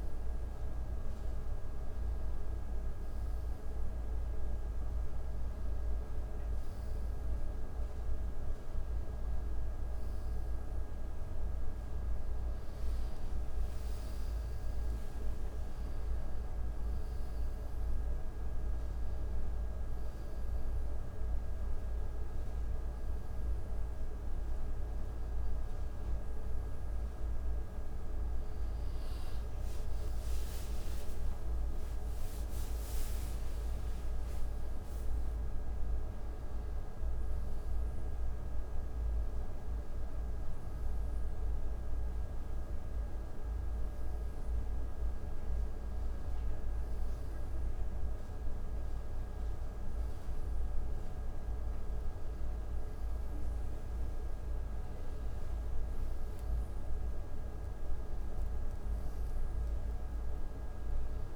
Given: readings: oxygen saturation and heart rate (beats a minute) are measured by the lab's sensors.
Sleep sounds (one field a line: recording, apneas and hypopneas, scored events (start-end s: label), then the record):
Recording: a person awake in a sleep study, hard to hear, by a room microphone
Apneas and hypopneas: none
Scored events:
none scored
From the record:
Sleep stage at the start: awake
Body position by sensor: on the right side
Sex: male